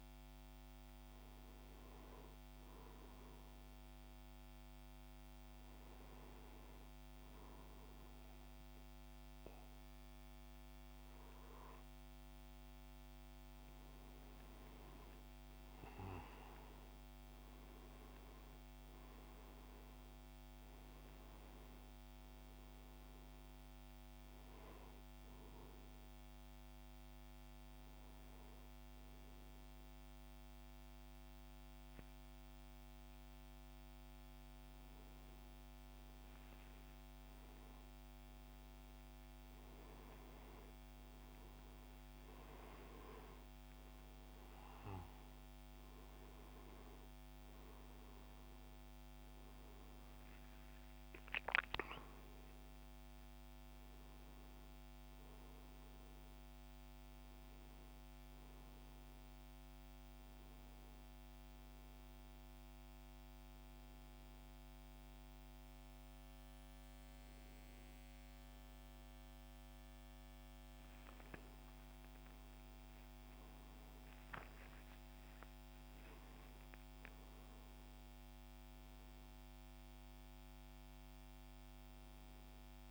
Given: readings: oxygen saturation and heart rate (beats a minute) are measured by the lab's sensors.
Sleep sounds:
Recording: breathing in sleep, hard to hear, by a microphone on the trachea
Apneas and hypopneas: 1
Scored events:
14.00-18.00 s: arousal
25.00-35.50 s: obstructive apnea (oxygen 95% before, 94% lowest, heart rate 73 before, 69 extreme, up 7 after)
37.00-40.50 s: arousal
73.00-82.91 s: new sleep stage, N1 (lightest sleep)
74.00-78.00 s: arousal
From the record:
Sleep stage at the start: N2 (light sleep)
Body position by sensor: on the right side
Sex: male

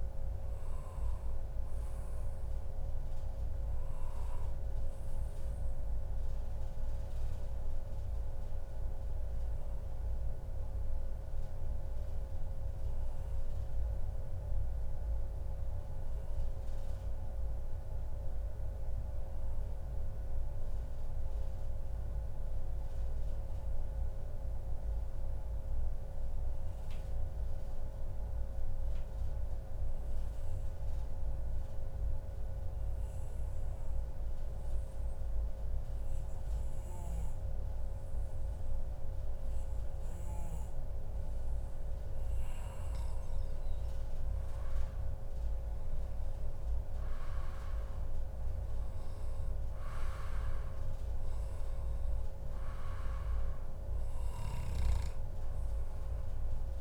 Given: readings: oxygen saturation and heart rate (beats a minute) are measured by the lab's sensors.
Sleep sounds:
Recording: breathing in sleep, hard to hear, by a room microphone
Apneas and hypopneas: 1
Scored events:
3.50-40.50 s: obstructive apnea (oxygen 99% before, 93% lowest, heart rate 141 before, 97 extreme, up 0 after)
45.00-49.00 s: arousal
49.00-56.81 s: oxygen desaturation (device-marked, oxygen 96% before, 93% lowest, heart rate 141 before, 106 extreme)
From the record:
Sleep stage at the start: N2 (light sleep)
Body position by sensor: on the back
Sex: male

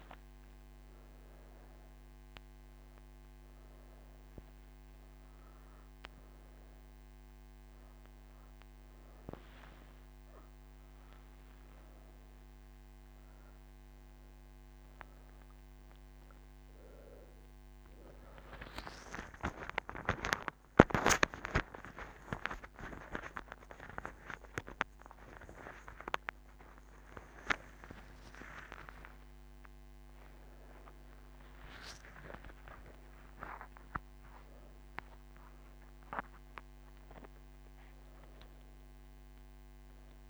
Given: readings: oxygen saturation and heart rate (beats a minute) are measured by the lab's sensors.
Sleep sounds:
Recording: breathing in sleep by a microphone on the trachea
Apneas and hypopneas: none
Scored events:
none scored
From the record:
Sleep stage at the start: N3 (deep sleep)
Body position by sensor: on the right side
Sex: female

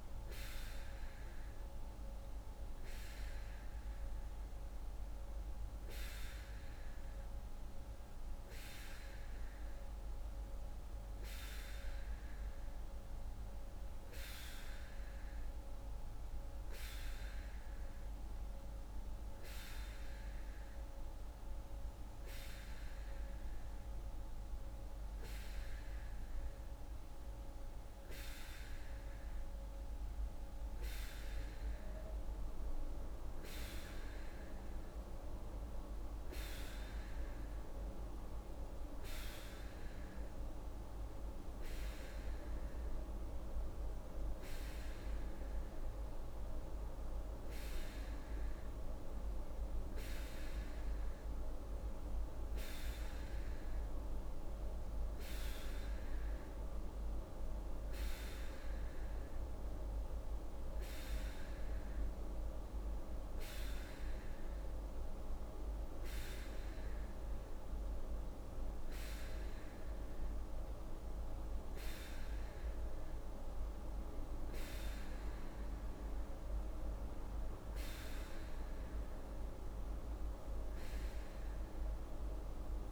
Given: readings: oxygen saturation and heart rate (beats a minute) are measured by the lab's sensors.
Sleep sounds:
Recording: breathing in sleep by a room microphone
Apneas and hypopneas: none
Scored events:
none scored
From the record:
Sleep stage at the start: N2 (light sleep)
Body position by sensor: on the right side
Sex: female

